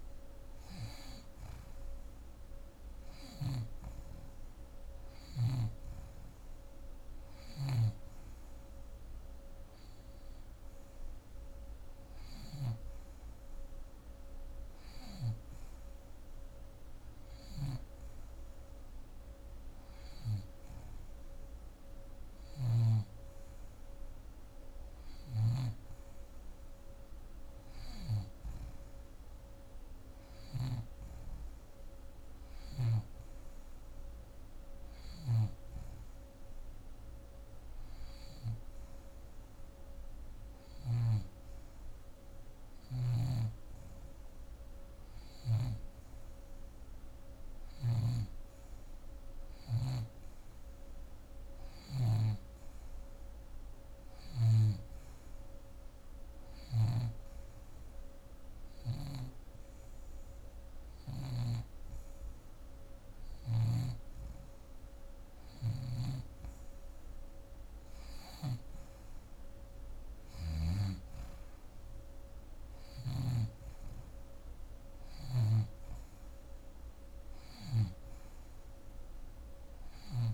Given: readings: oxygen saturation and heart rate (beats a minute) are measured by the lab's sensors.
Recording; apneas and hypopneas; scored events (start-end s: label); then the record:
breathing in sleep by a room microphone; 1
0.00-3.00 s: snoring (device-marked)
12.00-22.50 s: snoring (device-marked)
24.50-40.50 s: snoring (device-marked)
47.50-51.50 s: snoring (device-marked)
50.50-54.50 s: arousal
57.00-67.00 s: hypopnea (oxygen 88% before, 85% lowest, heart rate 139 before, 155 extreme, up 48 after)
58.50-63.50 s: snoring (device-marked)
65.50-70.50 s: snoring (device-marked)
68.50-72.50 s: arousal
72.50-77.50 s: snoring (device-marked)
From the record:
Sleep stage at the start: N2 (light sleep); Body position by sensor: on the back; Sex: female